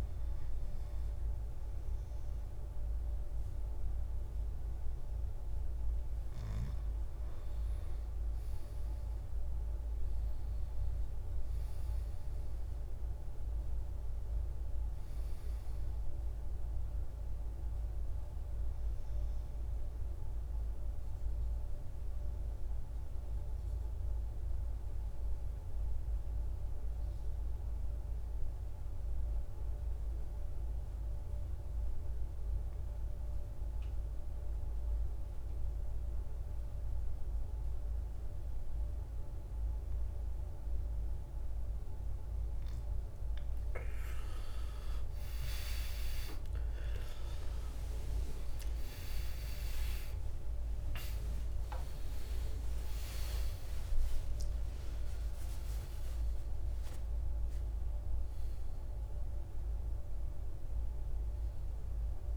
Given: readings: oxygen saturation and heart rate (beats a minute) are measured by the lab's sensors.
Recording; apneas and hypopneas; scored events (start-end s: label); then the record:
breathing in sleep, hard to hear, by a room microphone; 1
0.00-1.00 s: arousal
5.50-14.50 s: oxygen desaturation (device-marked, oxygen 96% before, 92% lowest, heart rate 59 before, 54 extreme)
17.50-20.50 s: arousal
23.00-43.00 s: mixed apnea (oxygen 96% before, 82% lowest, heart rate 63 before, 54 extreme, up 21 after)
41.50-62.36 s: oxygen desaturation (device-marked, oxygen 97% before, 82% lowest, heart rate 58 before, 53 extreme)
48.00-53.50 s: arousal
From the record:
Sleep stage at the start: N2 (light sleep); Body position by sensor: on the back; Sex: male